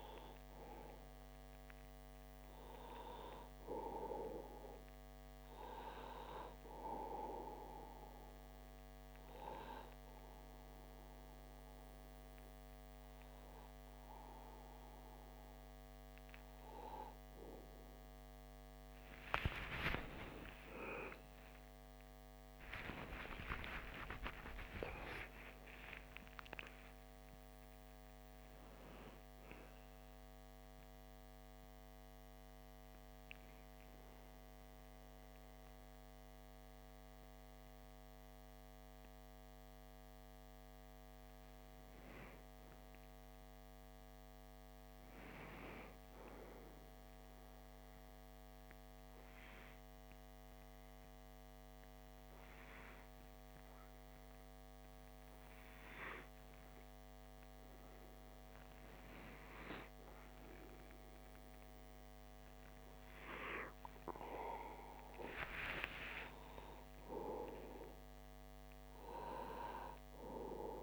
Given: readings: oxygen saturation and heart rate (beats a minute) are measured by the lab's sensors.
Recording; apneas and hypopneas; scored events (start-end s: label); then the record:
breathing in sleep by a microphone on the trachea; 1
0.00-29.50 s: oxygen desaturation (device-marked, oxygen 93% lowest)
1.50-61.50 s: new sleep stage, N1 (lightest sleep)
19.00-24.50 s: arousal
31.50-60.50 s: hypopnea (oxygen 97% before, 95% lowest)
61.50-70.83 s: new sleep stage, N2 (light sleep)
62.00-66.50 s: arousal
From the record:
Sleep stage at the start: N2 (light sleep); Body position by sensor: on the back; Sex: male